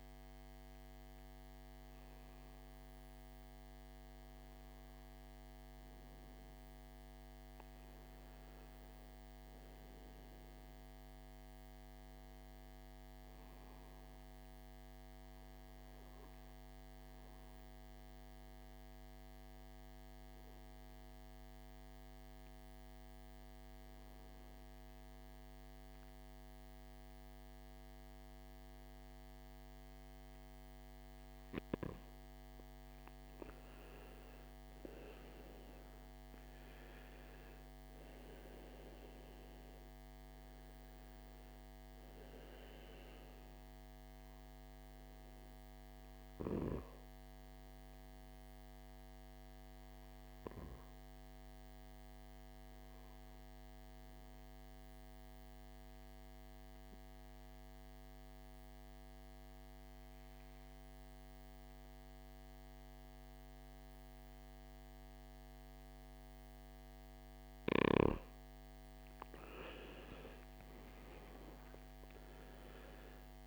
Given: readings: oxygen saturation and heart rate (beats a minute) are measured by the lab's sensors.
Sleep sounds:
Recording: breathing in sleep, hard to hear, by a microphone on the trachea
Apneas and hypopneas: 2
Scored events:
11.00-14.50 s: arousal
16.50-31.50 s: obstructive apnea (oxygen 100% before, 91% lowest, heart rate 58 before, 51 extreme, up 13 after)
33.00-57.00 s: oxygen desaturation (device-marked, oxygen 98% before, 93% lowest, heart rate 53 before, 55 extreme)
33.50-37.50 s: arousal
53.00-67.50 s: obstructive apnea (oxygen 98% before, 89% lowest, heart rate 60 before, 54 extreme, up 9 after)
69.00-73.00 s: arousal
71.00-73.47 s: oxygen desaturation (device-marked, oxygen 98% before, 91% lowest, heart rate 58 before, 54 extreme)
From the record:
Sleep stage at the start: N2 (light sleep)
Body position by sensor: on the right side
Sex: male

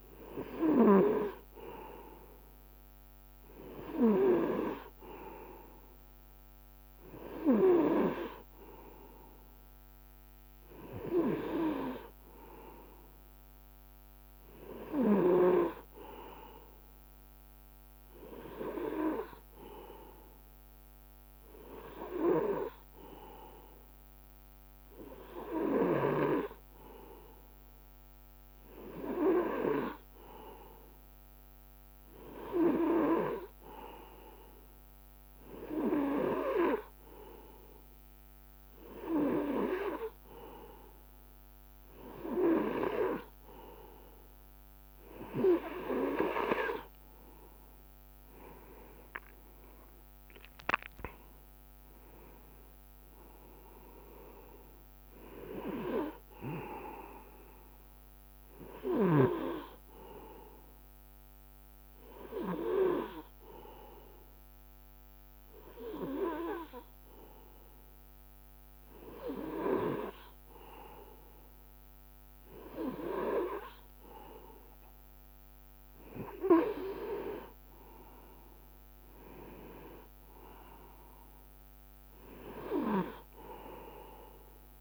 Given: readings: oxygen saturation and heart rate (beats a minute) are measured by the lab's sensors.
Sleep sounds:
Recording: breathing in sleep by a microphone on the trachea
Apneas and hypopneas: 1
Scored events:
53.00-57.00 s: arousal
63.50-74.50 s: obstructive apnea (oxygen 97% before, 96% lowest, heart rate 66 before, 63 extreme, up 8 after)
80.00-84.00 s: arousal
83.50-84.81 s: long interval between heartbeats (device-marked, heart rate 66 before, 76 extreme)
From the record:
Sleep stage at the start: N2 (light sleep)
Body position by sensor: on the right side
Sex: male

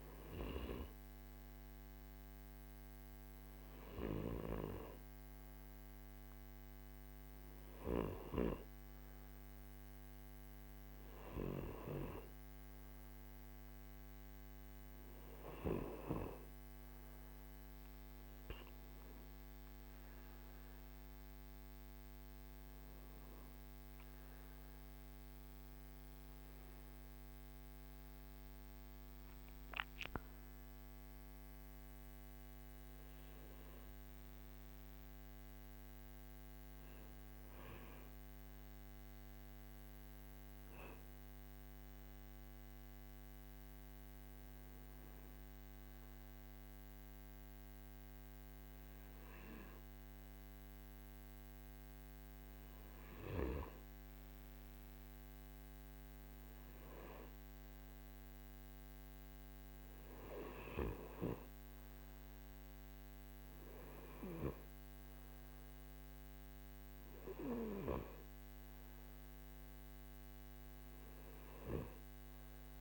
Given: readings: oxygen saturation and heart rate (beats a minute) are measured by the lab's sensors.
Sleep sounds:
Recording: breathing in sleep by a microphone on the trachea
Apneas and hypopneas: none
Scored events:
14.50-40.50 s: oxygen desaturation (device-marked, oxygen 96% before, 92% lowest, heart rate 54 before, 55 extreme)
18.00-20.00 s: long interval between heartbeats (device-marked, heart rate 54 before, 70 extreme)
25.50-27.50 s: long interval between heartbeats (device-marked, heart rate 64 before, 74 extreme)
From the record:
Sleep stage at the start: N2 (light sleep)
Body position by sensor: on the right side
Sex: male

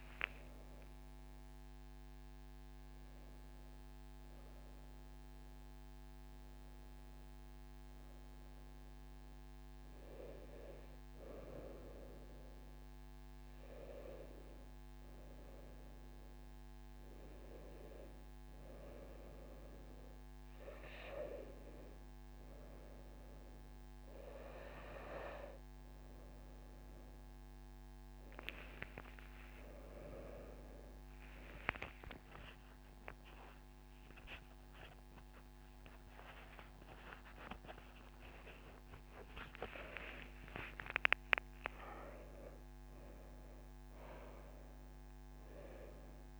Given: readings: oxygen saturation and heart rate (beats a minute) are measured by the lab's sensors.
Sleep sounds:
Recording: a person awake in a sleep study, by a microphone on the trachea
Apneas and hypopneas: none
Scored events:
34.50-36.50 s: long interval between heartbeats (device-marked)
37.50-39.50 s: long interval between heartbeats (device-marked)
43.00-46.40 s: new sleep stage, N1 (lightest sleep)
From the record:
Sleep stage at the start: awake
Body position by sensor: on the right side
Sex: female

